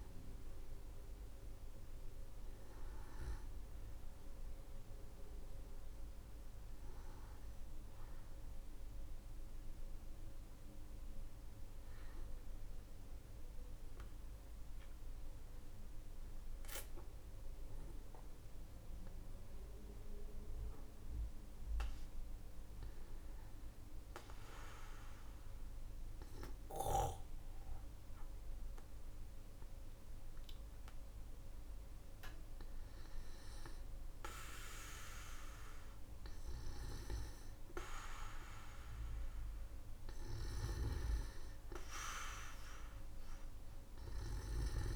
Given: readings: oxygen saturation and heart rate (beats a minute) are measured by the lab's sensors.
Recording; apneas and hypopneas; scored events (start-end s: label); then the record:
breathing in sleep by a room microphone; 1
0.00-4.50 s: oxygen desaturation (device-marked, oxygen 94% lowest, heart rate 48 extreme)
15.00-31.00 s: hypopnea (oxygen 97% before, 93% lowest, heart rate 57 before, 49 extreme, up 9 after)
32.50-36.50 s: arousal
42.50-44.95 s: oxygen desaturation (device-marked, oxygen 96% before, 93% lowest, heart rate 62 before, 54 extreme)
From the record:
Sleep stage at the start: N1 (lightest sleep); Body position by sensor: on the back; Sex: male